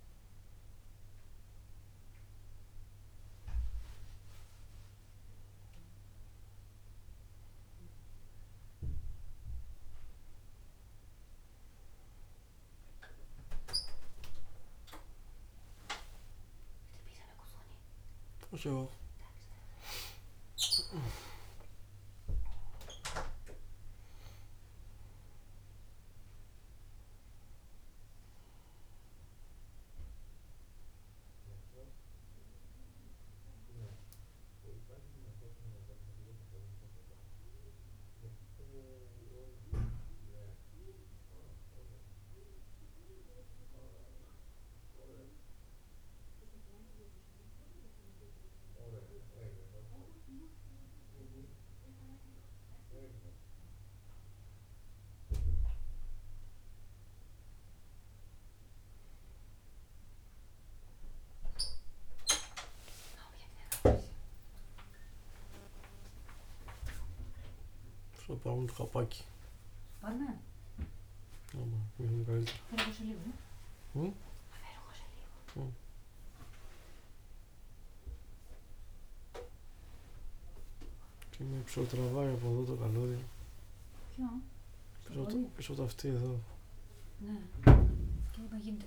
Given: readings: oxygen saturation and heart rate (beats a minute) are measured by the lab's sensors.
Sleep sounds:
a person partly awake in a sleep study, by a room microphone; 1
18.00-22.50 s: arousal
36.00-47.00 s: hypopnea (oxygen 96% before, 95% lowest, heart rate 80 before, 68 extreme, up 9 after)
55.50-88.87 s: new sleep stage, awake
From the record:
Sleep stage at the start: N2 (light sleep); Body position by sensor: on the back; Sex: male

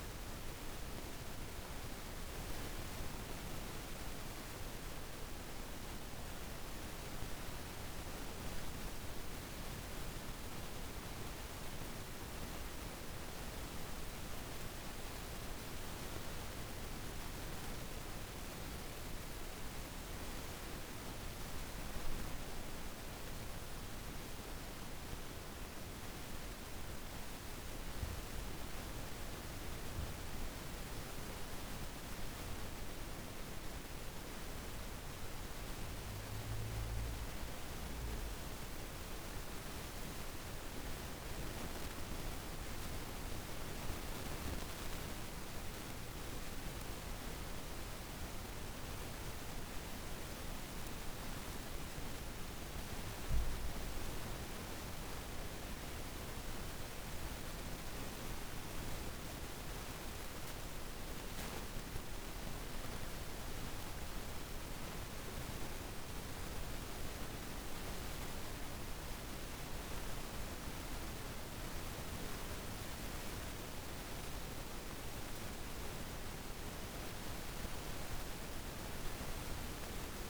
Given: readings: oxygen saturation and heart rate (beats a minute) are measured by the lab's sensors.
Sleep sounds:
breathing in sleep, hard to hear, by a room microphone; 1
5.50-9.50 s: arousal
41.50-52.50 s: hypopnea (oxygen 96% before, 91% lowest, heart rate 55 before, 54 extreme, up 22 after)
55.00-75.00 s: oxygen desaturation (device-marked, oxygen 95% before, 91% lowest, heart rate 55 before, 53 extreme)
55.50-60.00 s: arousal
From the record:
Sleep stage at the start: N1 (lightest sleep); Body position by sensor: on the back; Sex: female

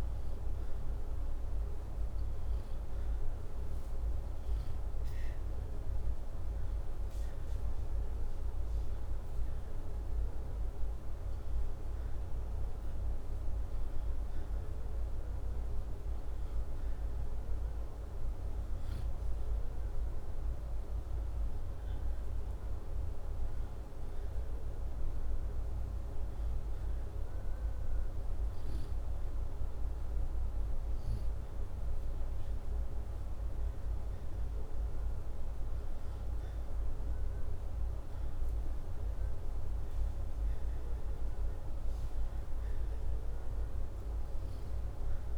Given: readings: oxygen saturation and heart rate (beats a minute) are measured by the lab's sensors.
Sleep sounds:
breathing in sleep, hard to hear, by a room microphone; none
none scored
From the record:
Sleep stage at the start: N2 (light sleep); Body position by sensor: upright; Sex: male

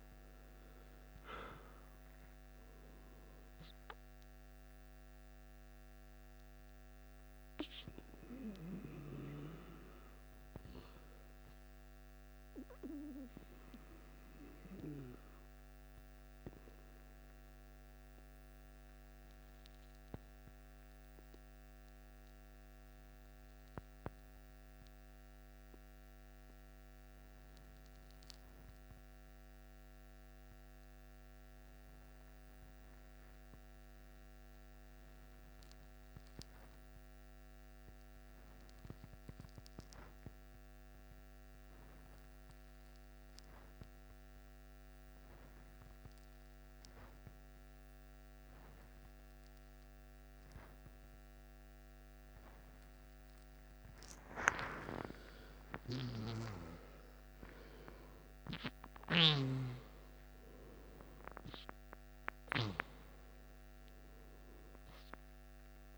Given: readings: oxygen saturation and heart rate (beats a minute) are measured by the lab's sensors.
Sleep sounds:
breathing in sleep by a microphone on the trachea; 1
0.00-26.50 s: oxygen desaturation (device-marked, oxygen 89% lowest, heart rate 53 extreme)
17.50-54.00 s: obstructive apnea (oxygen 94% before, 89% lowest, heart rate 63 before, 52 extreme, up 16 after)
43.50-65.98 s: oxygen desaturation (device-marked, oxygen 98% before, 89% lowest, heart rate 55 before, 52 extreme)
52.50-65.98 s: new sleep stage, N1 (lightest sleep)
55.50-60.00 s: arousal
From the record:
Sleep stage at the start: N2 (light sleep); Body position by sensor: on the back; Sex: male

